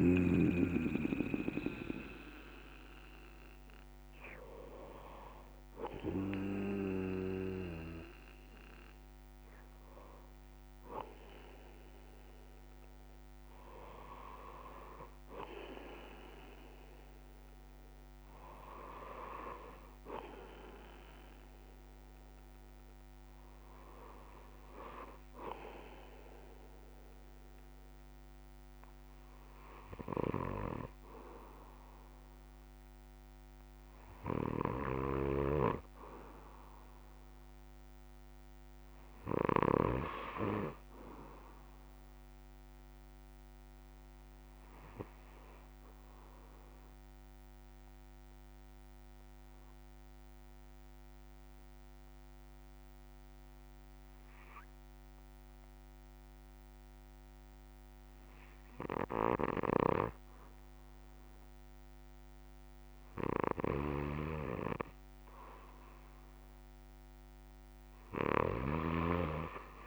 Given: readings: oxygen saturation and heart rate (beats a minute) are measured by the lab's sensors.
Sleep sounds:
breathing in sleep by a microphone on the trachea; 1
20.00-69.86 s: new sleep stage, N3 (deep sleep)
43.50-60.50 s: obstructive apnea (oxygen 98% before, 92% lowest, heart rate 64 before, 56 extreme, up 0 after)
From the record:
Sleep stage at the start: N2 (light sleep); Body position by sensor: on the back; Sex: male

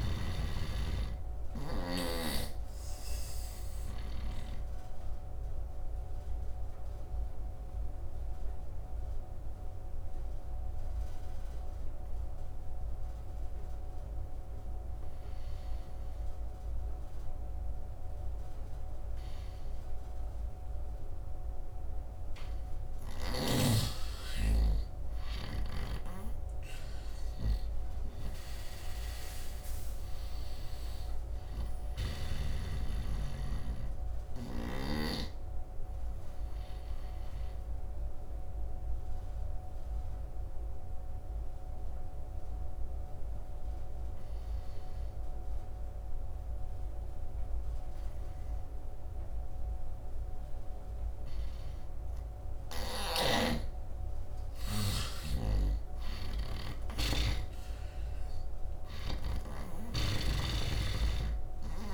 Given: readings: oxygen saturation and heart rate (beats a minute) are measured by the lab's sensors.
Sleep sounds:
breathing in sleep by a room microphone; 2
0.00-20.00 s: oxygen desaturation (device-marked, oxygen 81% lowest, heart rate 69 extreme)
4.50-21.50 s: obstructive apnea (oxygen 100% before, 81% lowest, heart rate 75 before, 69 extreme, up 9 after)
22.00-39.00 s: oxygen desaturation (device-marked, oxygen 99% before, 89% lowest, heart rate 79 before, 72 extreme)
25.50-29.50 s: arousal
25.50-32.00 s: snoring (device-marked)
35.00-53.00 s: obstructive apnea (oxygen 99% before, 81% lowest, heart rate 77 before, 70 extreme, up 9 after)
45.00-53.00 s: oxygen desaturation (device-marked, oxygen 91% before, 83% lowest, heart rate 79 before, 70 extreme)
55.00-59.00 s: arousal
55.00-61.94 s: snoring (device-marked)
59.00-61.94 s: oxygen desaturation (device-marked, oxygen 99% before, 81% lowest, heart rate 75 before, 66 extreme)
From the record:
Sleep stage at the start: N2 (light sleep); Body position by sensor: on the right side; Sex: male

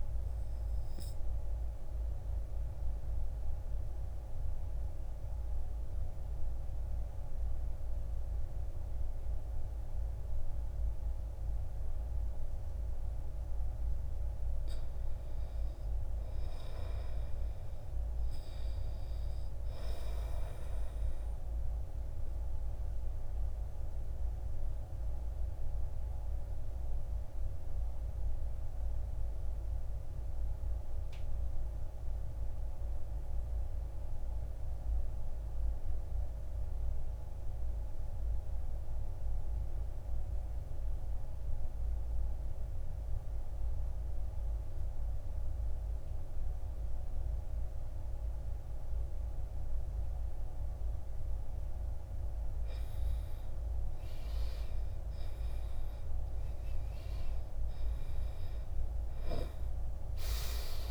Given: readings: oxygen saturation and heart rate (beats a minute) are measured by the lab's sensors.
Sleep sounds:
breathing in sleep, hard to hear, by a room microphone; 2
0.00-19.00 s: oxygen desaturation (device-marked, oxygen 76% lowest, heart rate 52 extreme)
2.00-14.50 s: obstructive apnea (oxygen 97% before, 76% lowest, heart rate 67 before, 52 extreme, up 9 after)
16.50-20.00 s: arousal
22.50-52.00 s: obstructive apnea (oxygen 99% before, 82% lowest, heart rate 55 before, 54 extreme, up 13 after)
34.00-45.00 s: oxygen desaturation (device-marked, oxygen 99% before, 93% lowest, heart rate 59 before, 55 extreme)
53.00-60.91 s: oxygen desaturation (device-marked, oxygen 96% before, 82% lowest, heart rate 58 before, 52 extreme)
53.50-59.00 s: arousal
From the record:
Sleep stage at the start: N2 (light sleep); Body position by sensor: on the back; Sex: male

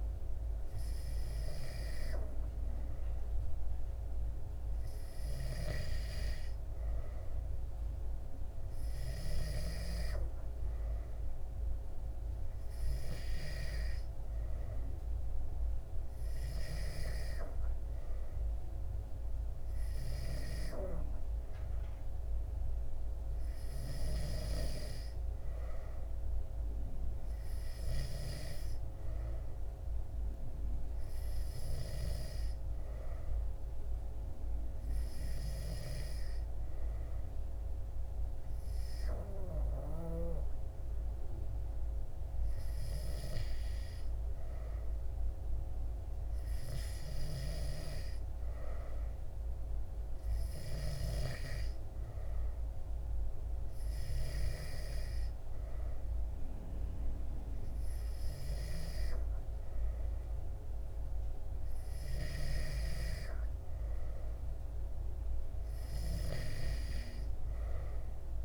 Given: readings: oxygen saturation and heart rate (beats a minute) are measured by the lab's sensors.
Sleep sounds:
breathing in sleep by a room microphone; none
14.00-68.45 s: new sleep stage, N3 (deep sleep)
From the record:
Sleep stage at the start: N2 (light sleep); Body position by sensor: on the back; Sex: male

